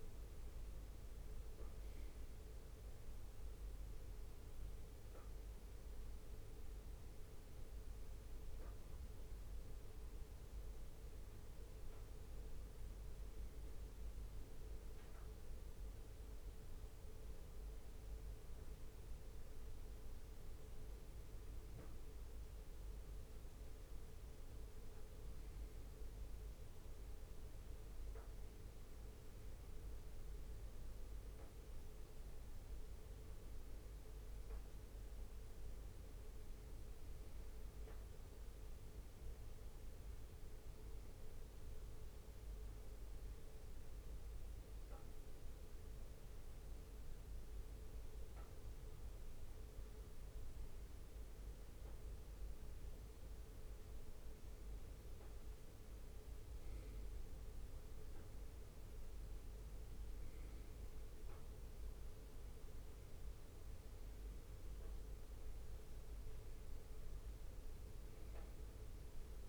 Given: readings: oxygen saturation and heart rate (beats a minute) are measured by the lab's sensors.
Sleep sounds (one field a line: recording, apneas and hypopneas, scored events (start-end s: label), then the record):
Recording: a person partly awake in a sleep study, hard to hear, by a room microphone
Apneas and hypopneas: 1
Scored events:
9.50-69.49 s: new sleep stage, N1 (lightest sleep)
11.00-13.00 s: long interval between heartbeats (device-marked, heart rate 65 before, 66 extreme)
16.50-24.50 s: leg movement (device-marked)
44.00-55.50 s: obstructive apnea (oxygen 97% before, 95% lowest, heart rate 65 before, 62 extreme, up 1 after)
From the record:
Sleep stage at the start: awake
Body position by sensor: on the right side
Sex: male